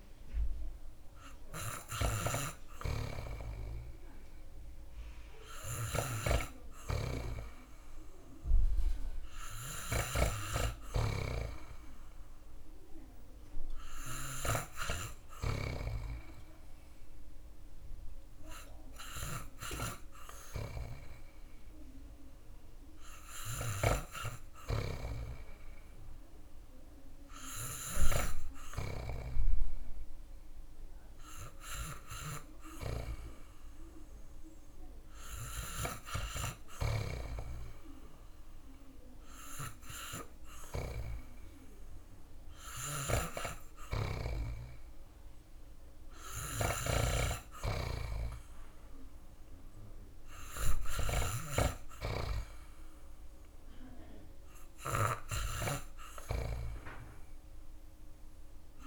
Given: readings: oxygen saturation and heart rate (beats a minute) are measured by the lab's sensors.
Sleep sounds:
breathing in sleep by a room microphone; none
0.00-8.00 s: oxygen desaturation (device-marked, oxygen 92% lowest)
1.00-15.00 s: snoring (device-marked)
42.00-46.00 s: snoring (device-marked)
From the record:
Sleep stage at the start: N2 (light sleep); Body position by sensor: on the back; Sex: male

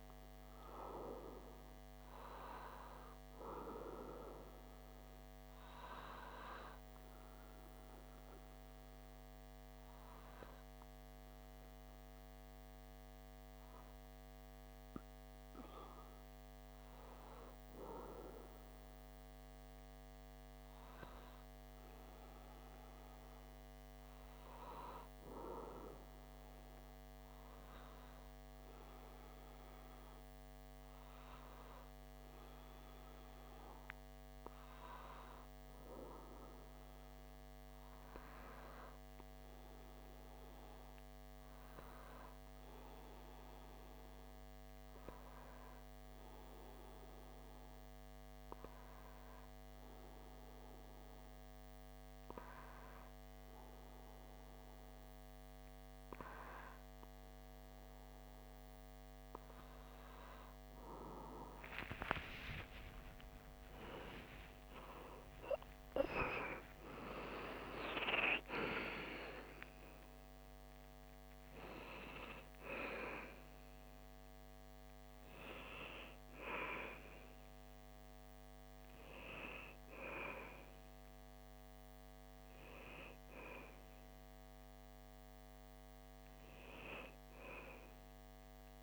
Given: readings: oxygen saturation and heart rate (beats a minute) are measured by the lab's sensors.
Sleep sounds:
breathing in sleep by a microphone on the trachea; 1
0.00-2.50 s: arousal
45.00-59.50 s: hypopnea (oxygen 96% before, 94% lowest)
61.00-67.00 s: arousal
From the record:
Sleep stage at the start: REM sleep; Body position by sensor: on the back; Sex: male

